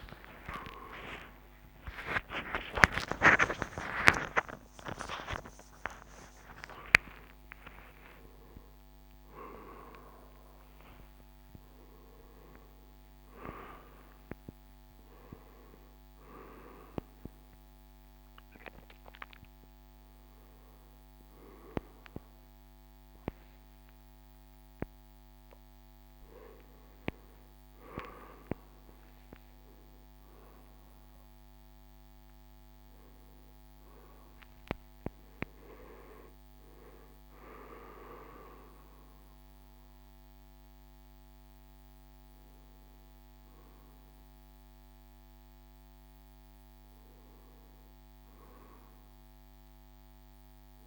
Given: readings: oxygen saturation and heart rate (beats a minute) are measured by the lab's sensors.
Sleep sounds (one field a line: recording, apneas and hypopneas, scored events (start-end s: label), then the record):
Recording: a person awake in a sleep study, by a microphone on the trachea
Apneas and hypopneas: none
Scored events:
38.00-50.87 s: drop in pulse transit time (device-marked, heart rate 80 before, 77 extreme)
From the record:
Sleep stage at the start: awake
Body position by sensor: on the right side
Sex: male